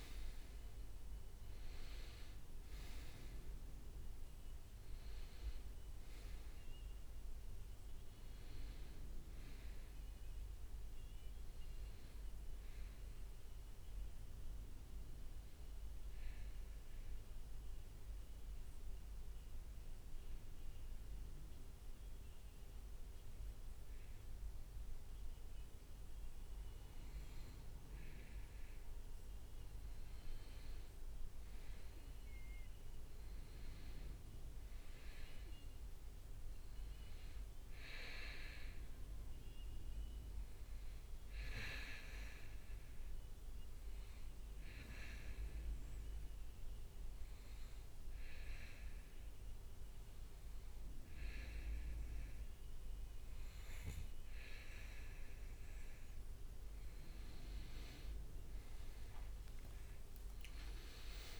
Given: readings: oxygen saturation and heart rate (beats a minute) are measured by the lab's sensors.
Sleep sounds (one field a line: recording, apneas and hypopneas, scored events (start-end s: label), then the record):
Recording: breathing in sleep by a room microphone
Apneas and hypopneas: 2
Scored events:
0.00-1.50 s: arousal
16.00-29.00 s: obstructive apnea (oxygen 98% before, 95% lowest, heart rate 71 before, 61 extreme, up 6 after)
31.00-35.00 s: arousal
37.50-47.50 s: oxygen desaturation (device-marked, oxygen 99% before, 95% lowest, heart rate 64 before, 66 extreme)
39.50-43.00 s: leg movement (device-marked)
43.50-55.50 s: obstructive apnea (oxygen 99% before, 95% lowest, heart rate 65 before, 63 extreme, up 6 after)
59.00-61.40 s: leg movement (device-marked)
From the record:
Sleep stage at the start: N2 (light sleep)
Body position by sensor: on the back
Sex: male